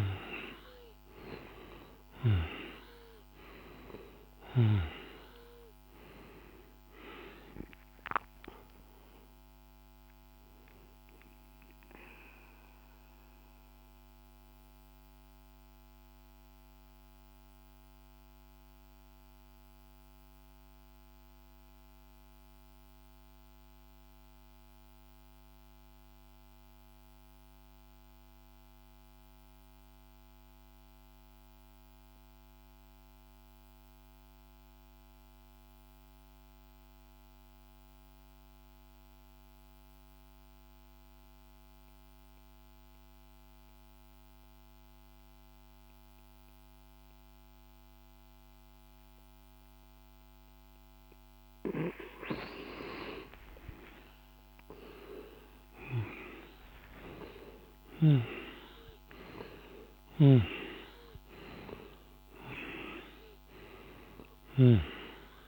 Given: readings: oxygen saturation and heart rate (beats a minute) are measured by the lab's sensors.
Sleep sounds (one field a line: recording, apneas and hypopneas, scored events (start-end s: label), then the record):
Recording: breathing in sleep by a microphone on the trachea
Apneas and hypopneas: 1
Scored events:
0.00-19.00 s: oxygen desaturation (device-marked, oxygen 87% lowest, heart rate 47 extreme)
11.00-50.50 s: mixed apnea (oxygen 98% before, 85% lowest, heart rate 63 before, 47 extreme, up 49 after)
41.00-65.48 s: oxygen desaturation (device-marked, oxygen 99% before, 85% lowest, heart rate 49 before, 47 extreme)
52.00-57.00 s: arousal
59.00-64.00 s: snoring (device-marked)
From the record:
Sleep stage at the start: N2 (light sleep)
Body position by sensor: on the back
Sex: male